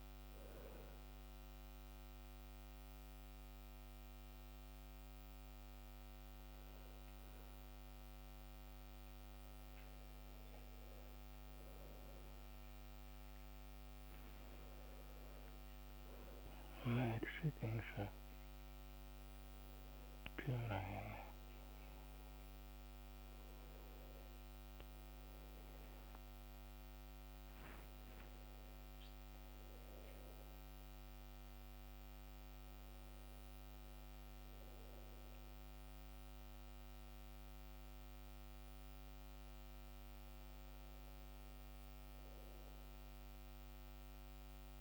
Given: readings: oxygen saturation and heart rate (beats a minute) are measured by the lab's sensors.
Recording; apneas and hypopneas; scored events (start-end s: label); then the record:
a person awake in a sleep study, hard to hear, by a microphone on the trachea; none
none scored
From the record:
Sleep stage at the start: awake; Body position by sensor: on the back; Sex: male